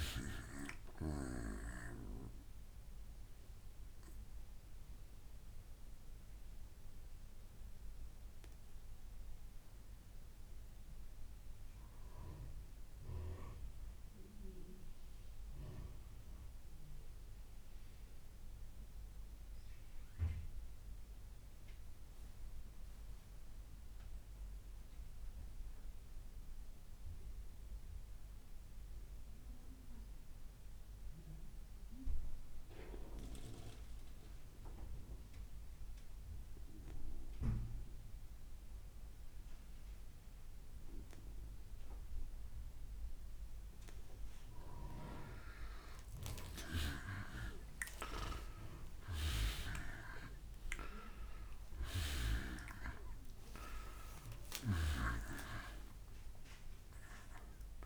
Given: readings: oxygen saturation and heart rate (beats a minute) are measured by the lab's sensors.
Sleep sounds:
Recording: breathing in sleep by a room microphone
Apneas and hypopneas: 1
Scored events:
0.00-7.00 s: oxygen desaturation (device-marked, oxygen 85% lowest, heart rate 63 extreme)
2.00-43.00 s: mixed apnea (oxygen 95% before, 87% lowest, heart rate 77 before, 63 extreme, up 2 after)
29.00-57.86 s: oxygen desaturation (device-marked, oxygen 97% before, 87% lowest, heart rate 64 before, 61 extreme)
45.00-49.00 s: arousal
From the record:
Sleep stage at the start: N2 (light sleep)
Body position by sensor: on the back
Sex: male

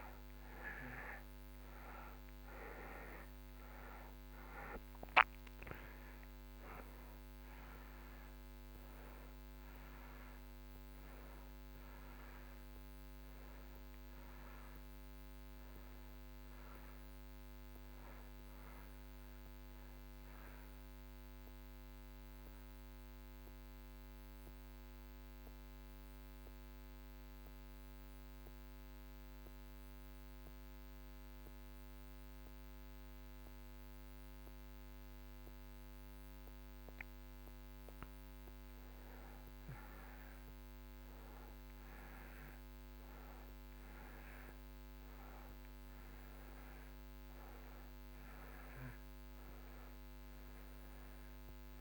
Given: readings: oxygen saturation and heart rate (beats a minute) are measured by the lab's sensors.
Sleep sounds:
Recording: breathing in sleep, hard to hear, by a microphone on the trachea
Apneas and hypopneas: 1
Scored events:
0.00-2.50 s: arousal
2.00-33.00 s: oxygen desaturation (device-marked, oxygen 96% before, 78% lowest)
20.50-37.00 s: mixed apnea (oxygen 96% before, 78% lowest)
38.50-43.50 s: arousal
From the record:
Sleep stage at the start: N2 (light sleep)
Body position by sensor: on the back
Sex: male

